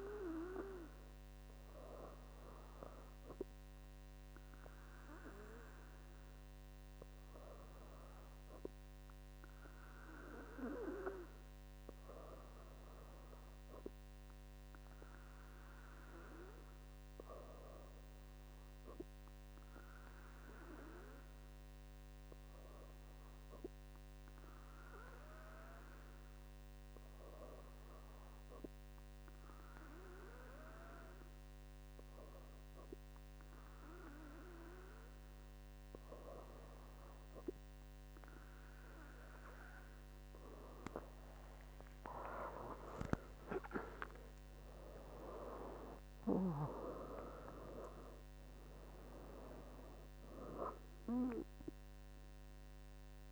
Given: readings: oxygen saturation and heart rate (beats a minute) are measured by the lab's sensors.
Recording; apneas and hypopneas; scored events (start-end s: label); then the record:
breathing in sleep by a microphone on the trachea; 1
4.50-35.00 s: hypopnea (oxygen 98% before, 95% lowest, heart rate 65 before, 65 extreme, up 46 after)
42.00-46.50 s: arousal
From the record:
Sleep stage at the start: N2 (light sleep); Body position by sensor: on the back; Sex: female